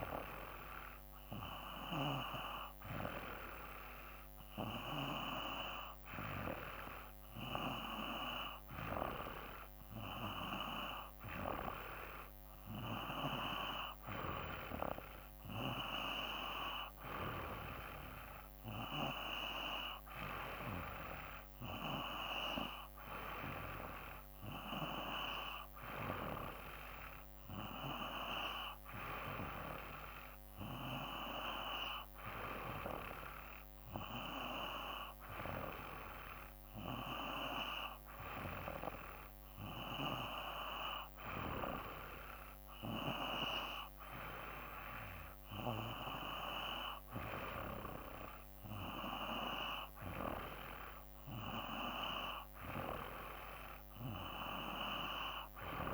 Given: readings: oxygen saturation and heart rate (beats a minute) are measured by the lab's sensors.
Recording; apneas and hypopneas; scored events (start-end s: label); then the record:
breathing in sleep by a microphone on the trachea; none
none scored
From the record:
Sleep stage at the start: N2 (light sleep); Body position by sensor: on the back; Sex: male